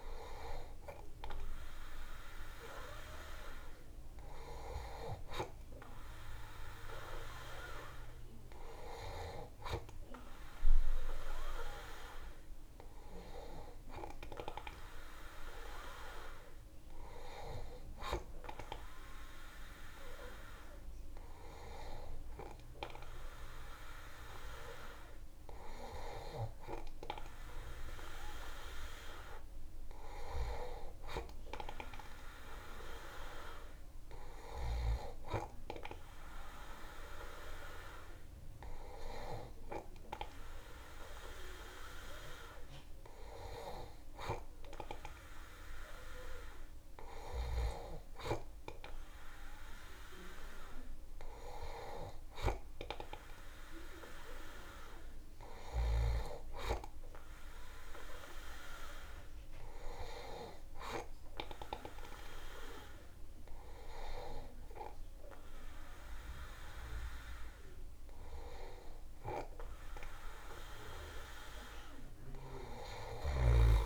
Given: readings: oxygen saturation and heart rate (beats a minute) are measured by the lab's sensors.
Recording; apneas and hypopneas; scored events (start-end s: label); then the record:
breathing in sleep by a room microphone; none
none scored
From the record:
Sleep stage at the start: N2 (light sleep); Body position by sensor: on the back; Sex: male